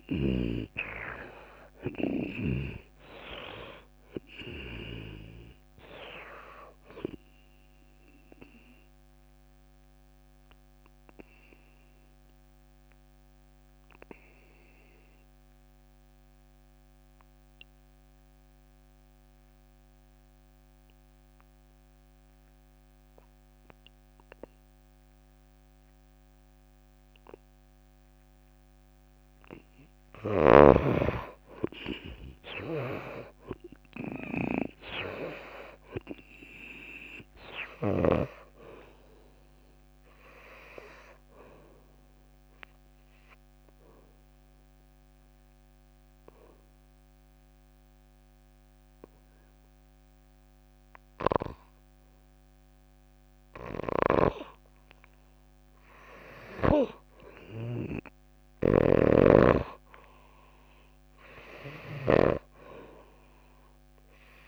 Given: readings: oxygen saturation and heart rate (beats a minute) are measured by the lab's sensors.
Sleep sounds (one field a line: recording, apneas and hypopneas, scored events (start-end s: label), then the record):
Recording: breathing in sleep by a microphone on the trachea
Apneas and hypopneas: 2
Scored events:
0.00-1.00 s: snoring (device-marked)
0.00-17.50 s: oxygen desaturation (device-marked, oxygen 88% lowest)
9.00-29.00 s: obstructive apnea (oxygen 98% before, 85% lowest)
29.50-51.50 s: oxygen desaturation (device-marked, oxygen 98% before, 85% lowest)
30.50-38.50 s: snoring (device-marked)
31.00-34.50 s: arousal
43.50-53.50 s: obstructive apnea (oxygen 98% before, 81% lowest)
55.50-59.00 s: arousal
58.00-60.00 s: long interval between heartbeats (device-marked)
59.00-64.48 s: snoring (device-marked)
From the record:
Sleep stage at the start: N2 (light sleep)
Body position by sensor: on the back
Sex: female